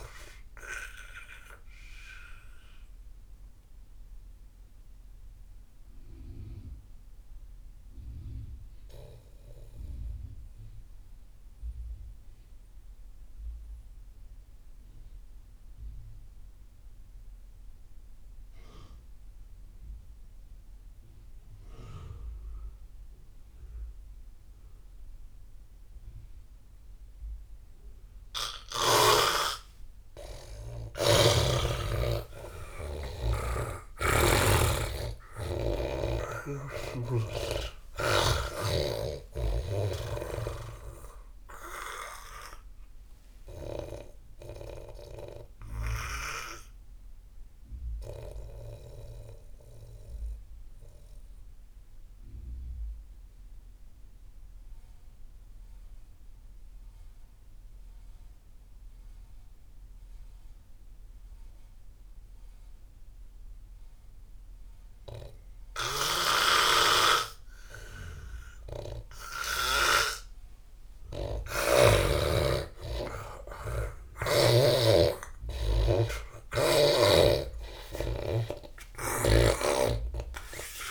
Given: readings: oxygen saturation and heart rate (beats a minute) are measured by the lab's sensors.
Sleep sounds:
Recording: breathing in sleep by a room microphone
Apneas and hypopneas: 2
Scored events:
0.00-14.00 s: oxygen desaturation (device-marked, oxygen 79% lowest)
1.00-29.50 s: mixed apnea (oxygen 97% before, 79% lowest)
28.00-55.00 s: oxygen desaturation (device-marked, oxygen 98% before, 79% lowest)
30.00-34.50 s: arousal
44.00-70.50 s: obstructive apnea (oxygen 98% before, 79% lowest)
66.00-70.00 s: snoring (device-marked)
70.00-80.90 s: oxygen desaturation (device-marked, oxygen 97% before, 85% lowest)
73.50-79.00 s: arousal
From the record:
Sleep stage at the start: N2 (light sleep)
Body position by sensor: on the back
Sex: male

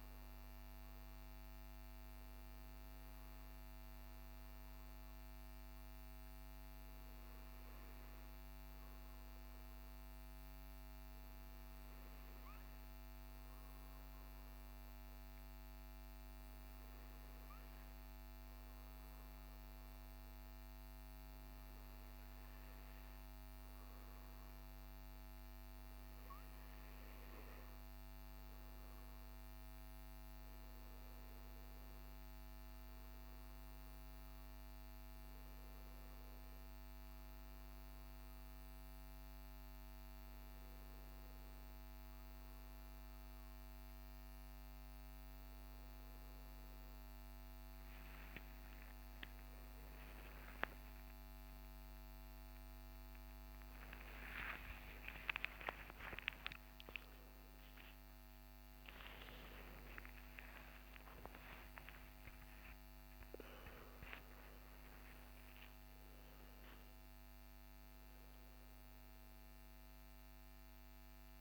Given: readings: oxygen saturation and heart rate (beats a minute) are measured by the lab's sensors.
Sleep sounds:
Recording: a person partly awake in a sleep study, by a microphone on the trachea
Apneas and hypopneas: 1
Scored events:
9.00-24.50 s: hypopnea (oxygen 95% before, 93% lowest, heart rate 61 before, 59 extreme, up 7 after)
27.50-32.00 s: arousal
47.00-71.41 s: new sleep stage, awake
From the record:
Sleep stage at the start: N2 (light sleep)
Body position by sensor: on the right side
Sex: male

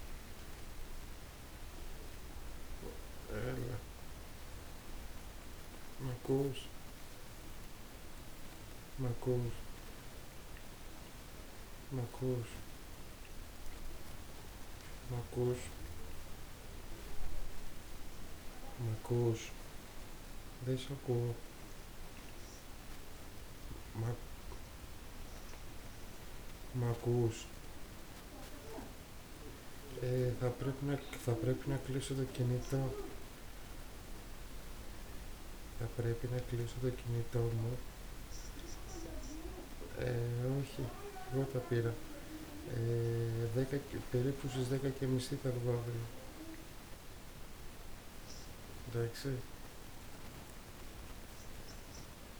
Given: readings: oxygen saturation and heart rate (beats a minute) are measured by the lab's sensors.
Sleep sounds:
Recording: a person awake in a sleep study, by a room microphone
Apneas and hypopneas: none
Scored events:
3.50-19.50 s: snoring (device-marked)
27.00-30.50 s: snoring (device-marked)
32.50-43.50 s: snoring (device-marked)
From the record:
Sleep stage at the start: awake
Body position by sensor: on the back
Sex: male

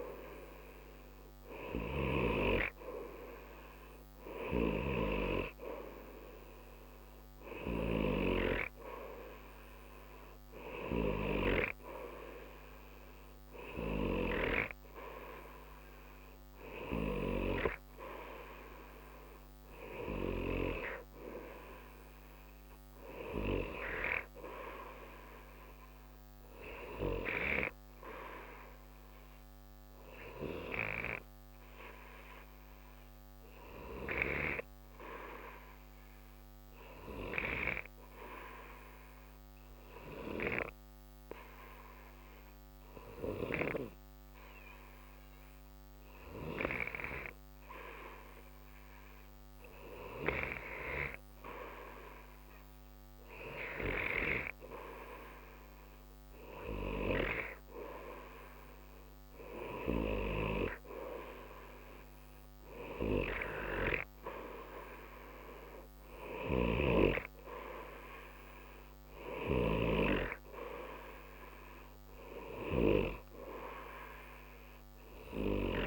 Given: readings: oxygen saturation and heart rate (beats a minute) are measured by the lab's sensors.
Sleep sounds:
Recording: breathing in sleep by a microphone on the trachea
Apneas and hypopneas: 1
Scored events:
31.00-49.50 s: hypopnea (oxygen 93% before, 92% lowest, heart rate 60 before, 60 extreme, up 4 after)
50.50-54.00 s: arousal
From the record:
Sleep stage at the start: N2 (light sleep)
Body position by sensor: on the right side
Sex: male

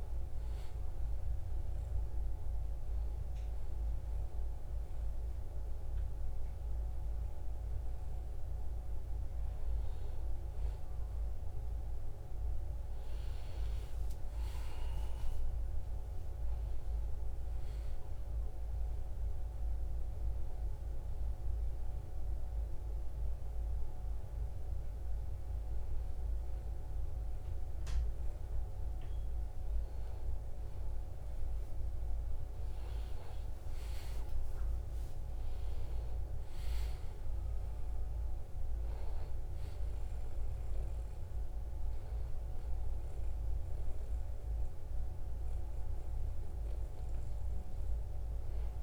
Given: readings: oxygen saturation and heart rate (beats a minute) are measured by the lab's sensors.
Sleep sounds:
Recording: breathing in sleep, hard to hear, by a room microphone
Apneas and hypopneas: none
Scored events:
1.00-13.00 s: oxygen desaturation (device-marked, oxygen 93% before, 90% lowest, heart rate 76 before, 75 extreme)
From the record:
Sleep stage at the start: N1 (lightest sleep)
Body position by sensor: on the right side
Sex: male

